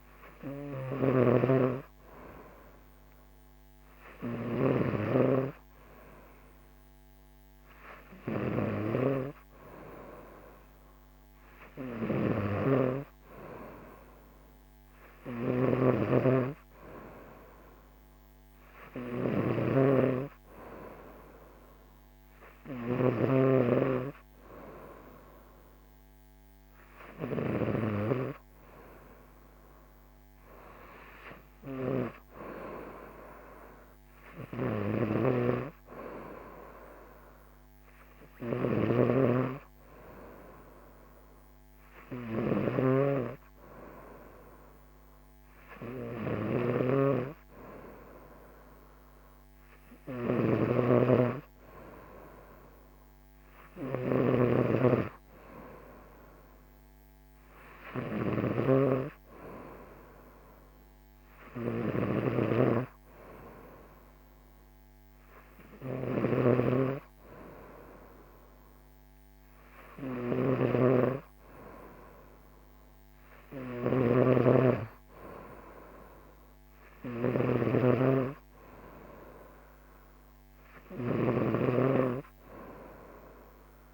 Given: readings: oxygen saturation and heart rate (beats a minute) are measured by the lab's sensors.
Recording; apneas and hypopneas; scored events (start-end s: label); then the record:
breathing in sleep by a microphone on the trachea; none
0.00-27.50 s: snoring (device-marked)
34.50-83.93 s: snoring (device-marked)
From the record:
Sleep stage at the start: N3 (deep sleep); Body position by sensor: on the right side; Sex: female